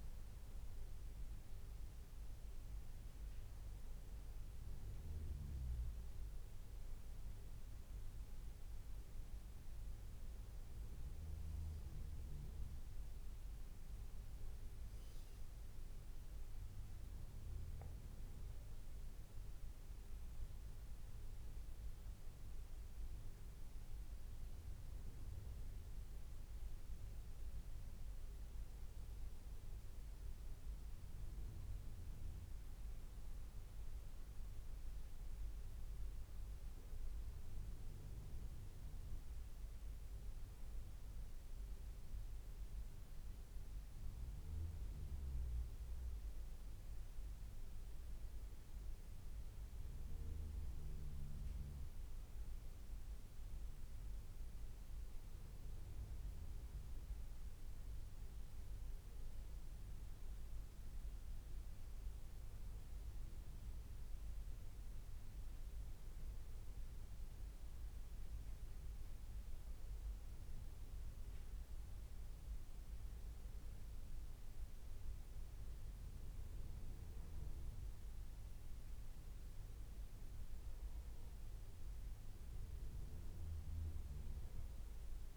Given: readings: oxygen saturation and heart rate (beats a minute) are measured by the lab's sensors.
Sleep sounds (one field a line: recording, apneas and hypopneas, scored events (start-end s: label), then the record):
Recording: breathing in sleep, hard to hear, by a room microphone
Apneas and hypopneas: none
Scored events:
none scored
From the record:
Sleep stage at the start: N2 (light sleep)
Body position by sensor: on the back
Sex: male